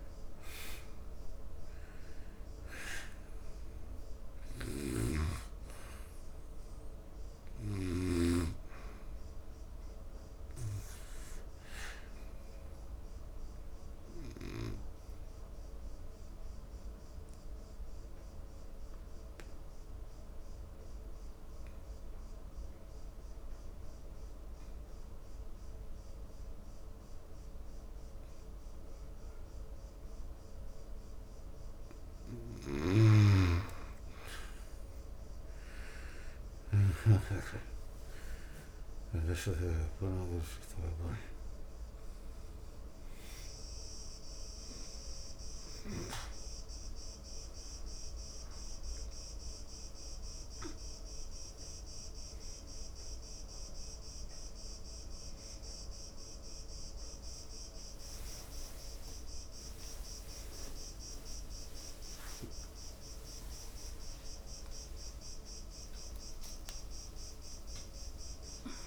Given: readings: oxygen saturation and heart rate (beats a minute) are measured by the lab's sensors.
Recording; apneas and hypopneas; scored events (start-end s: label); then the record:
a person partly awake in a sleep study, by a room microphone; 1
0.00-3.00 s: arousal
11.50-29.50 s: oxygen desaturation (device-marked, oxygen 96% before, 82% lowest, heart rate 74 before, 70 extreme)
12.50-33.00 s: obstructive apnea (oxygen 97% before, 80% lowest, heart rate 75 before, 70 extreme, up 6 after)
41.50-65.50 s: oxygen desaturation (device-marked, oxygen 97% before, 80% lowest, heart rate 72 before, 78 extreme)
49.50-68.87 s: new sleep stage, awake
64.00-66.00 s: long interval between heartbeats (device-marked, heart rate 83 before, 93 extreme)
From the record:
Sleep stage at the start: N2 (light sleep); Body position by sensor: on the back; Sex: male